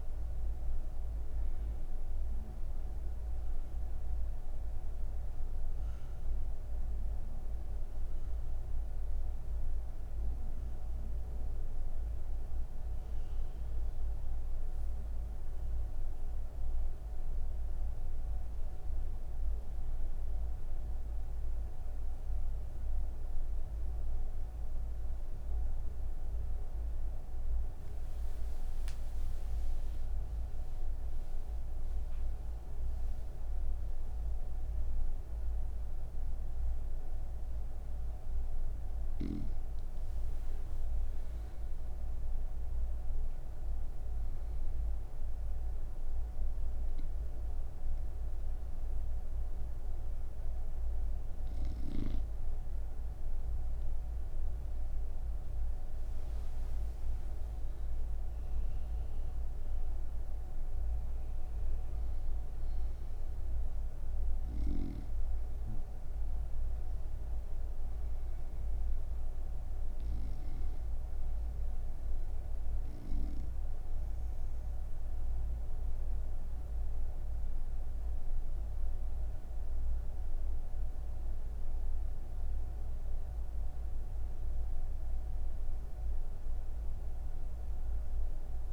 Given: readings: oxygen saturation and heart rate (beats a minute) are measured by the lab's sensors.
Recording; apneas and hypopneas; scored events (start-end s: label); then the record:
breathing in sleep, hard to hear, by a room microphone; none
0.00-21.50 s: oxygen desaturation (device-marked, oxygen 90% lowest)
56.50-70.50 s: oxygen desaturation (device-marked, oxygen 98% before, 95% lowest)
From the record:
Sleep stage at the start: N1 (lightest sleep); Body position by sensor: on the right side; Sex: female